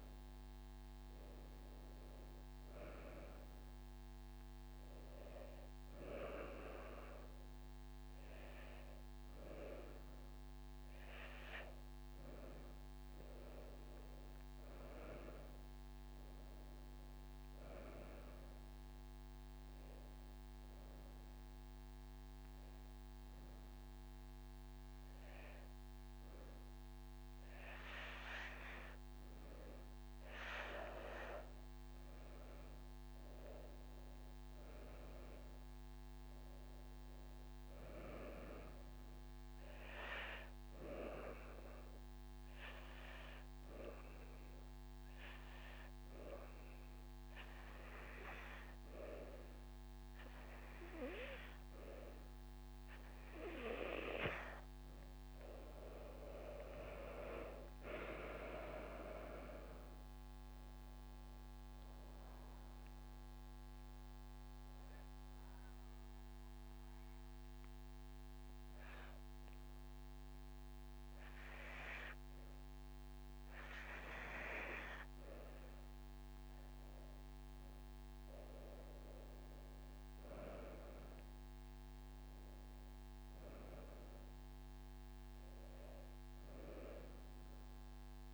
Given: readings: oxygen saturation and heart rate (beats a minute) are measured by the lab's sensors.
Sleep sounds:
breathing in sleep by a microphone on the trachea; 3
0.00-2.00 s: oxygen desaturation (device-marked, oxygen 93% lowest)
4.50-6.50 s: long interval between heartbeats (device-marked)
8.50-10.50 s: long interval between heartbeats (device-marked)
9.00-21.00 s: drop in pulse transit time (device-marked)
14.00-17.00 s: arousal
20.00-31.00 s: hypopnea (oxygen 97% before, 92% lowest)
20.50-22.50 s: long interval between heartbeats (device-marked)
23.50-25.50 s: long interval between heartbeats (device-marked)
31.00-33.00 s: long interval between heartbeats (device-marked)
33.50-37.50 s: arousal
36.50-38.50 s: long interval between heartbeats (device-marked, heart rate 30 before, 28 extreme)
38.00-47.00 s: drop in pulse transit time (device-marked)
41.50-53.50 s: obstructive apnea (oxygen 96% before, 92% lowest)
42.50-44.50 s: long interval between heartbeats (device-marked)
47.50-49.50 s: long interval between heartbeats (device-marked)
56.50-61.00 s: arousal
58.00-73.00 s: drop in pulse transit time (device-marked)
59.00-70.00 s: oxygen desaturation (device-marked, oxygen 96% before, 92% lowest)
64.00-76.50 s: obstructive apnea (oxygen 96% before, 92% lowest)
68.50-70.50 s: long interval between heartbeats (device-marked)
78.50-82.00 s: arousal
From the record:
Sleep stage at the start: N2 (light sleep); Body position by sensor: on the back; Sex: female

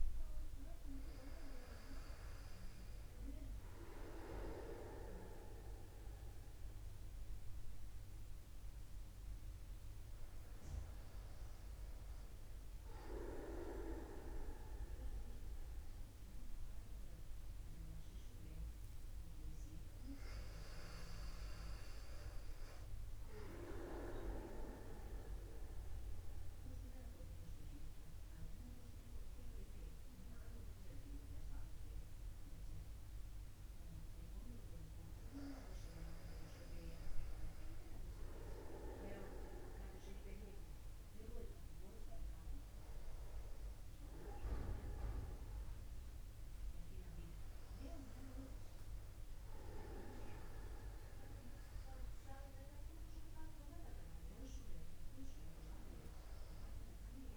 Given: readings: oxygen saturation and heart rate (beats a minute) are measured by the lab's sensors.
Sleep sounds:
a person awake in a sleep study, by a room microphone; none
none scored
From the record:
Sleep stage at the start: awake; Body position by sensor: upright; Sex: male

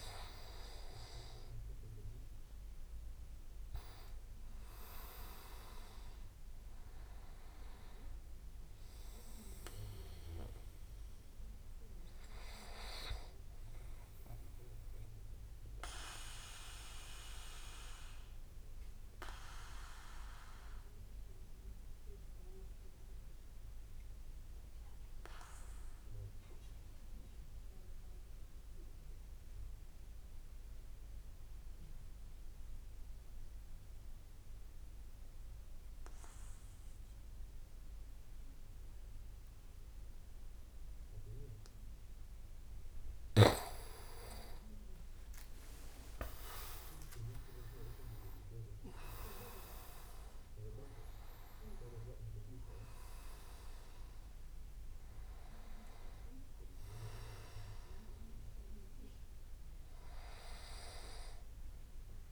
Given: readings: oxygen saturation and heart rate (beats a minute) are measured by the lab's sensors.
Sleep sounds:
breathing in sleep by a room microphone; 1
0.00-1.50 s: arousal
2.00-26.00 s: oxygen desaturation (device-marked, oxygen 96% before, 90% lowest)
16.50-42.50 s: obstructive apnea (oxygen 96% before, 88% lowest)
40.00-62.32 s: oxygen desaturation (device-marked, oxygen 97% before, 88% lowest)
45.00-48.50 s: arousal
45.50-48.00 s: leg movement (device-marked)
From the record:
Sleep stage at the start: N2 (light sleep); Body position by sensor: on the back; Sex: male

